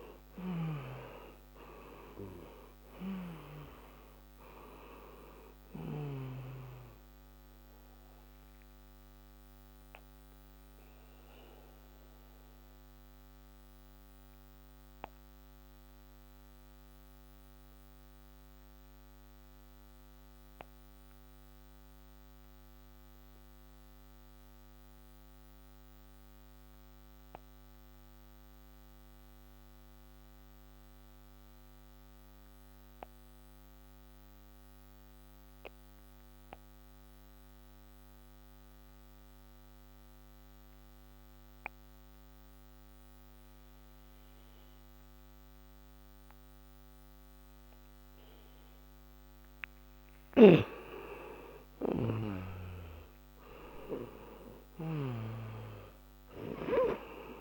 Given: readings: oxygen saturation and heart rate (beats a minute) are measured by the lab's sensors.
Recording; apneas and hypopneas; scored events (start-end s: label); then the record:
breathing in sleep by a microphone on the trachea; 1
0.00-2.00 s: arousal
8.00-49.50 s: obstructive apnea (oxygen 98% before, 85% lowest, heart rate 58 before, 28 extreme, up 4 after)
15.00-30.00 s: oxygen desaturation (device-marked, oxygen 94% before, 85% lowest, heart rate 53 before, 53 extreme)
50.00-57.41 s: oxygen desaturation (device-marked, oxygen 97% before, 87% lowest, heart rate 67 before, 28 extreme)
50.00-57.41 s: snoring (device-marked)
52.00-57.41 s: arousal
From the record:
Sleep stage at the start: N2 (light sleep); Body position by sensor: on the back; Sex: male